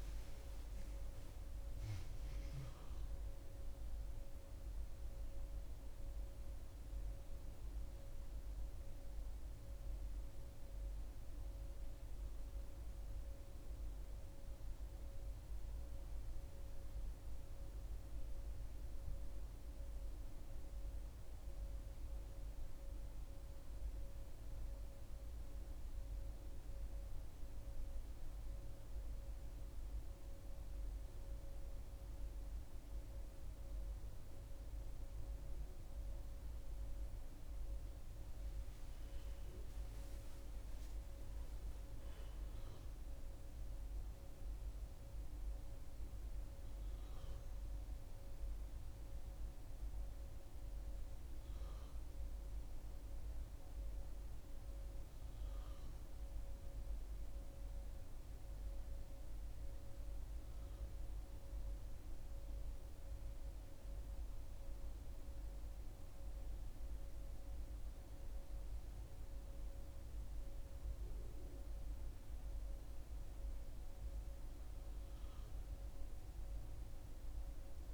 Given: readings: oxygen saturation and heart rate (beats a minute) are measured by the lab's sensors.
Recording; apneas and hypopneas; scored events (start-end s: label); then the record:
breathing in sleep, hard to hear, by a room microphone; 1
39.50-43.50 s: arousal
47.50-58.00 s: central apnea (oxygen 98% before, 96% lowest, heart rate 70 before, 62 extreme, up 1 after)
61.00-65.50 s: arousal
From the record:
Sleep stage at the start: N1 (lightest sleep); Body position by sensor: on the back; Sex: female